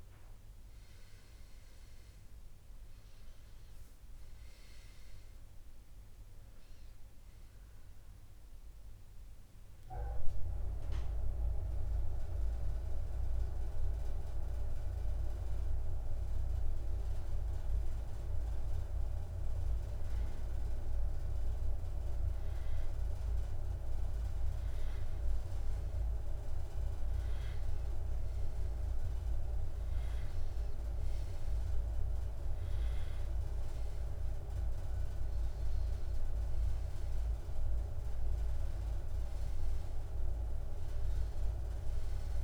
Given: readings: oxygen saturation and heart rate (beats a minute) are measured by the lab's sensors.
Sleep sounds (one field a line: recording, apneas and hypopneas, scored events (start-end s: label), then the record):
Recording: breathing in sleep by a room microphone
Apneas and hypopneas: 1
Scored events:
10.50-20.50 s: oxygen desaturation (device-marked, oxygen 100% before, 94% lowest, heart rate 90 before, 85 extreme)
11.50-24.50 s: hypopnea (oxygen 100% before, 92% lowest, heart rate 89 before, 85 extreme, up 5 after)
26.50-30.00 s: arousal
32.50-42.44 s: oxygen desaturation (device-marked, oxygen 98% before, 93% lowest, heart rate 89 before, 86 extreme)
From the record:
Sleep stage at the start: N2 (light sleep)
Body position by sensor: on the back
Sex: male